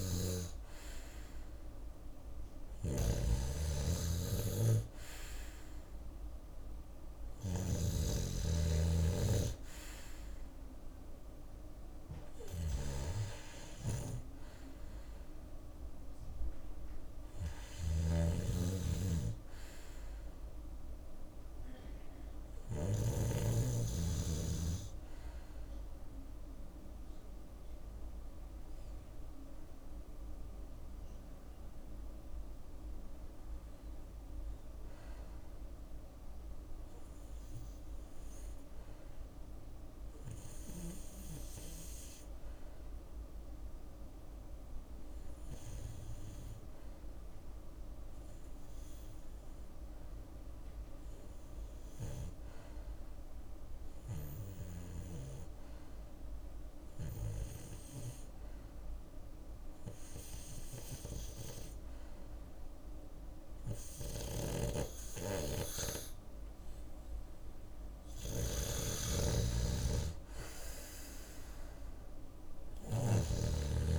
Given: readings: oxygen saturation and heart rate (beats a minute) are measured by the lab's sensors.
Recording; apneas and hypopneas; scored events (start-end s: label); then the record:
breathing in sleep by a room microphone; 1
0.00-7.00 s: snoring (device-marked)
0.00-16.00 s: oxygen desaturation (device-marked, oxygen 92% lowest, heart rate 61 extreme)
17.00-22.50 s: snoring (device-marked)
19.50-22.50 s: arousal
25.50-63.50 s: hypopnea (oxygen 97% before, 93% lowest, heart rate 70 before, 60 extreme, up 10 after)
29.00-40.00 s: drop in pulse transit time (device-marked, heart rate 69 before, 61 extreme)
60.00-73.99 s: oxygen desaturation (device-marked, oxygen 97% before, 93% lowest, heart rate 62 before, 63 extreme)
63.50-73.99 s: snoring (device-marked)
65.50-68.50 s: arousal
From the record:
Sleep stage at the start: N2 (light sleep); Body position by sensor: on the left side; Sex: male